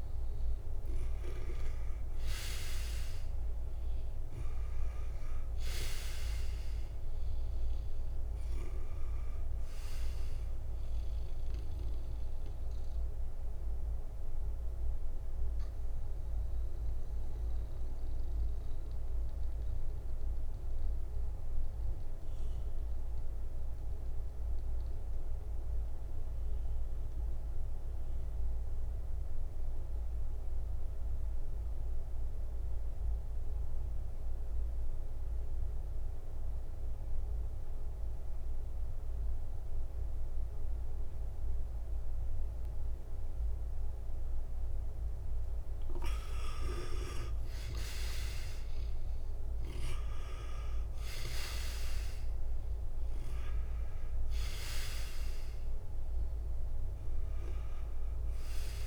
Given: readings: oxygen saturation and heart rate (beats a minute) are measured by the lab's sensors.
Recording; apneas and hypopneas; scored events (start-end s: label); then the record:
breathing in sleep by a room microphone; 1
0.00-1.00 s: arousal
0.00-28.00 s: oxygen desaturation (device-marked, oxygen 87% lowest, heart rate 56 extreme)
5.00-58.87 s: new sleep stage, N2 (light sleep)
13.50-45.50 s: mixed apnea (oxygen 97% before, 85% lowest, heart rate 62 before, 56 extreme, up 9 after)
44.00-58.87 s: oxygen desaturation (device-marked, oxygen 98% before, 85% lowest, heart rate 62 before, 56 extreme)
46.50-51.00 s: arousal
From the record:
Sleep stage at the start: N1 (lightest sleep); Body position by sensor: on the back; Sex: male